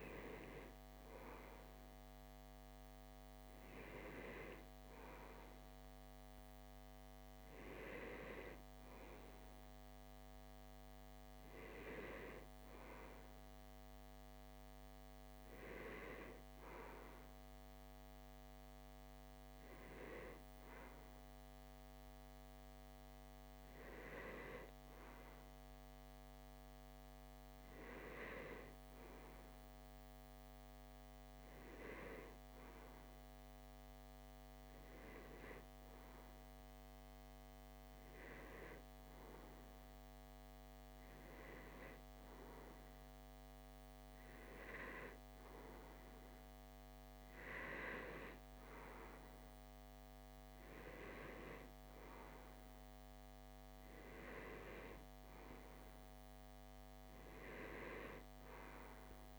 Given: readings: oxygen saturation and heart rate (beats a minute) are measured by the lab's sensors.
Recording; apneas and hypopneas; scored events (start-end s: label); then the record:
breathing in sleep by a microphone on the trachea; none
none scored
From the record:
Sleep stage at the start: REM sleep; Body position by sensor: on the left side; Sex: male